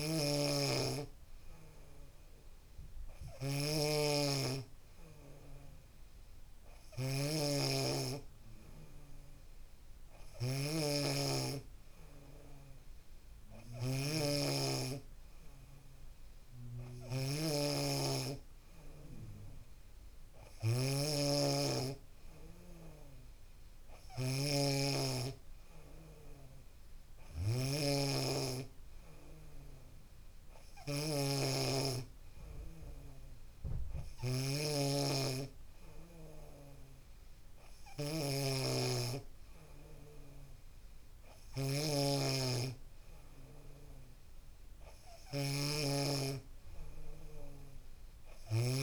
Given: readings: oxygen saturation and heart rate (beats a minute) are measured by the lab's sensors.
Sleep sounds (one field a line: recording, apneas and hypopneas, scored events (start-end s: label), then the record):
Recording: breathing in sleep by a room microphone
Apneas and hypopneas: none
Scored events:
0.00-7.50 s: snoring (device-marked)
7.50-9.50 s: long interval between heartbeats (device-marked, heart rate 71 before, 79 extreme)
9.50-11.50 s: long interval between heartbeats (device-marked, heart rate 72 before, 87 extreme)
11.50-13.50 s: long interval between heartbeats (device-marked, heart rate 73 before, 97 extreme)
14.00-35.00 s: snoring (device-marked)
26.00-28.00 s: long interval between heartbeats (device-marked, heart rate 80 before, 79 extreme)
30.50-35.50 s: arousal
41.50-48.83 s: snoring (device-marked)
From the record:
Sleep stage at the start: N2 (light sleep)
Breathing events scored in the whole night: 144 in 7.3 hours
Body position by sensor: on the back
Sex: female